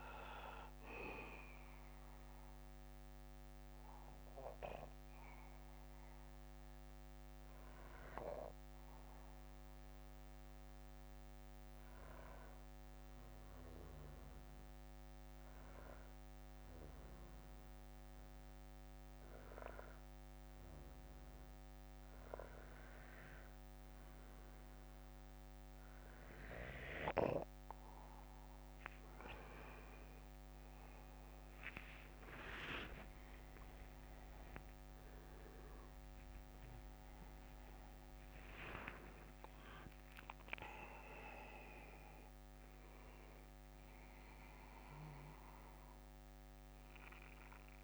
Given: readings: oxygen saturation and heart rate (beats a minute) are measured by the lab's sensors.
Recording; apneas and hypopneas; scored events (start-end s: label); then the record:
breathing in sleep by a microphone on the trachea; 1
0.00-26.00 s: bradycardia (device-marked, heart rate 60 before, 48 extreme)
5.00-28.50 s: obstructive apnea (oxygen 96% before, 92% lowest, heart rate 65 before, 50 extreme, up 28 after)
15.00-24.00 s: oxygen desaturation (device-marked, oxygen 95% before, 92% lowest, heart rate 59 before, 55 extreme)
32.50-38.00 s: arousal
From the record:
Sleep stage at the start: N2 (light sleep); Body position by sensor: on the back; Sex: male